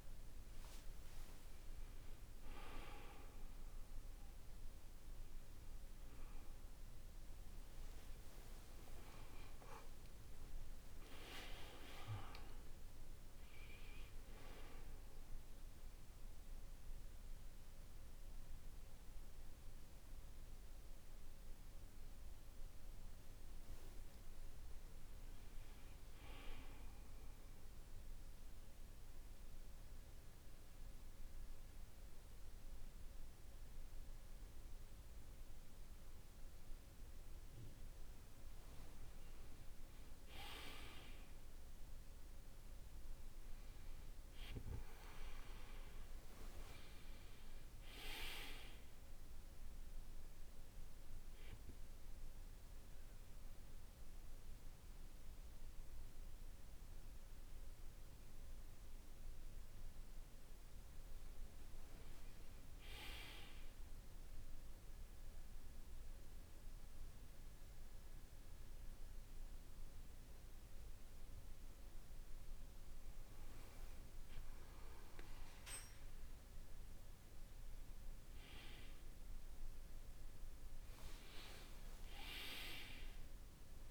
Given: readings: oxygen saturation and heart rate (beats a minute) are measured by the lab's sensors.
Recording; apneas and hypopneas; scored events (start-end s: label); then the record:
breathing in sleep by a room microphone; 2
26.00-37.00 s: central apnea (oxygen 98% before, 96% lowest, heart rate 63 before, 48 extreme, up 2 after)
28.50-83.91 s: new sleep stage, N2 (light sleep)
41.50-46.00 s: arousal
51.00-61.50 s: central apnea (oxygen 98% before, 96% lowest, heart rate 49 before, 48 extreme, up 2 after)
64.00-67.00 s: arousal
From the record:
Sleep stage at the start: N1 (lightest sleep); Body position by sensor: on the back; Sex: male